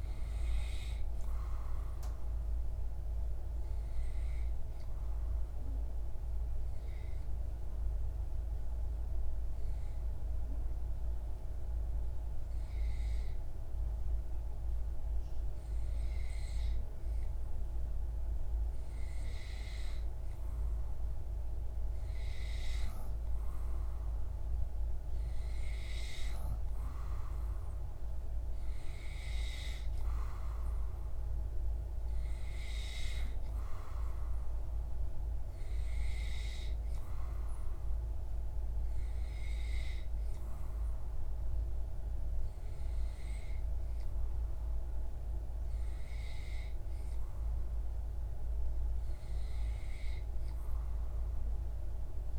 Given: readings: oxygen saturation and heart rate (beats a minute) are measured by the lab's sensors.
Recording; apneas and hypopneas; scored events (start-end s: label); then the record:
breathing in sleep by a room microphone; 1
3.50-15.50 s: hypopnea (oxygen 93% before, 92% lowest)
17.50-21.50 s: arousal
From the record:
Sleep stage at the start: N2 (light sleep); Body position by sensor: on the back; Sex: male